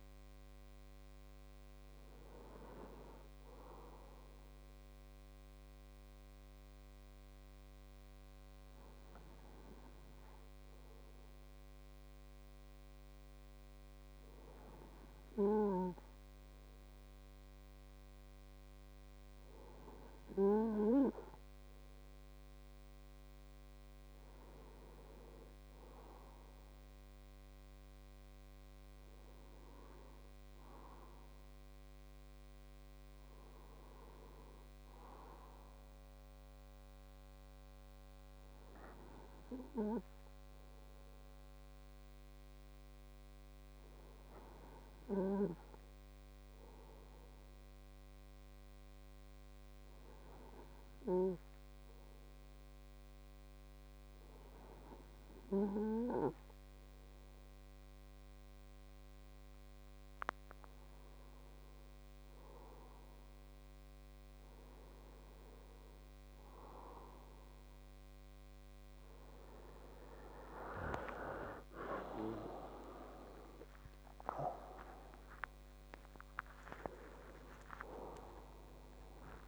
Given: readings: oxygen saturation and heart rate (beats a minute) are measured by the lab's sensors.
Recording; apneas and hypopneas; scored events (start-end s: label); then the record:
a person partly awake in a sleep study, by a microphone on the trachea; 2
5.50-21.50 s: hypopnea (oxygen 95% before, 95% lowest, heart rate 128 before, 48 extreme, up 46 after)
31.50-35.00 s: arousal
41.50-58.00 s: hypopnea (oxygen 99% before, 97% lowest, heart rate 112 before, 140 extreme, up 29 after)
52.50-79.48 s: new sleep stage, awake
From the record:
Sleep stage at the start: N2 (light sleep); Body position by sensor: on the right side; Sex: male